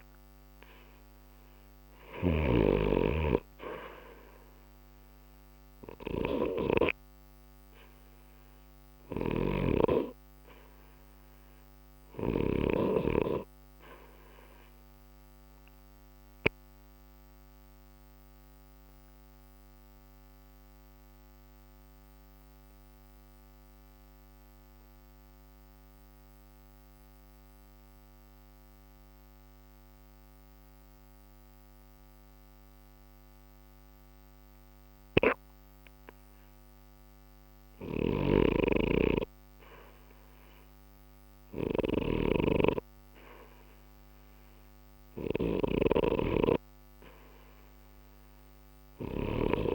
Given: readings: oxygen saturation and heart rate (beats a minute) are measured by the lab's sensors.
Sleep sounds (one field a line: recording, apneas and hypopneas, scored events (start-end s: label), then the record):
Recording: breathing in sleep by a microphone on the trachea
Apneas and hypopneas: 1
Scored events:
1.50-25.50 s: oxygen desaturation (device-marked, oxygen 89% before, 82% lowest, heart rate 60 before, 60 extreme)
16.00-37.00 s: obstructive apnea (oxygen 89% before, 78% lowest, heart rate 60 before, 60 extreme, up 0 after)
39.00-42.50 s: arousal
From the record:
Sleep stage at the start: REM sleep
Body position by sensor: on the right side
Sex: male